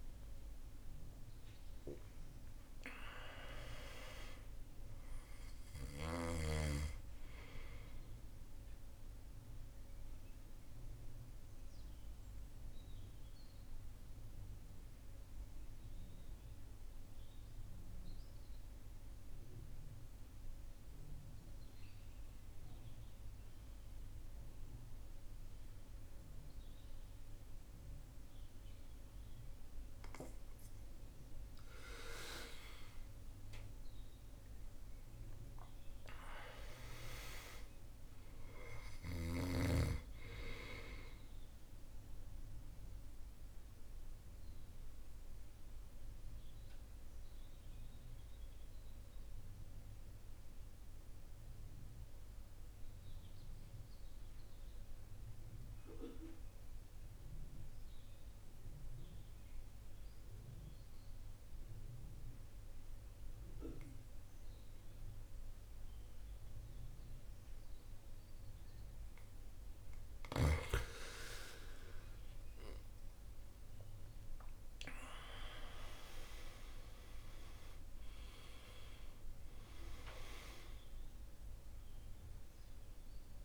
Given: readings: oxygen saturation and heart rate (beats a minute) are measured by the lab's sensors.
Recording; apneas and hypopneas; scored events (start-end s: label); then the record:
breathing in sleep by a room microphone; 2
0.00-1.50 s: arousal
0.00-25.00 s: oxygen desaturation (device-marked, oxygen 87% lowest, heart rate 51 extreme)
7.50-29.50 s: mixed apnea (oxygen 99% before, 82% lowest, heart rate 62 before, 51 extreme, up 18 after)
31.00-35.50 s: arousal
36.00-58.00 s: oxygen desaturation (device-marked, oxygen 98% before, 82% lowest, heart rate 54 before, 51 extreme)
42.00-68.50 s: mixed apnea (oxygen 98% before, 79% lowest, heart rate 60 before, 48 extreme, up 21 after)
68.00-83.45 s: oxygen desaturation (device-marked, oxygen 99% before, 79% lowest, heart rate 56 before, 48 extreme)
70.50-75.50 s: arousal
From the record:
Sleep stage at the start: N2 (light sleep); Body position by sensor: on the right side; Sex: male